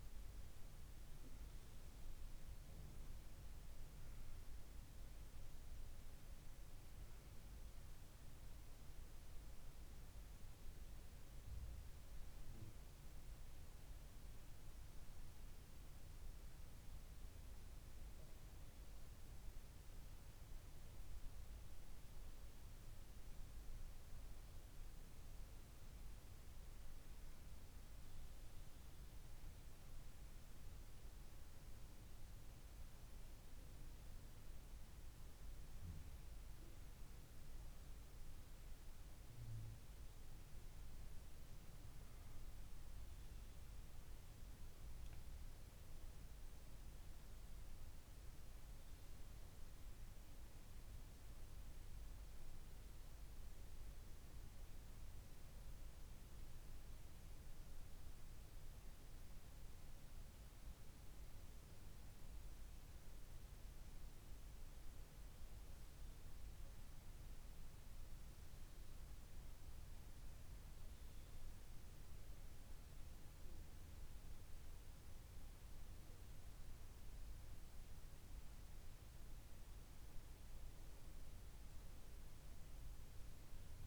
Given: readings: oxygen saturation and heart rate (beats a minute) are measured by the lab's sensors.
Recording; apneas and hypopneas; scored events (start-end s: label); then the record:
breathing in sleep, hard to hear, by a room microphone; none
24.50-29.00 s: arousal
From the record:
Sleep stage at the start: N1 (lightest sleep); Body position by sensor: on the back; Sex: female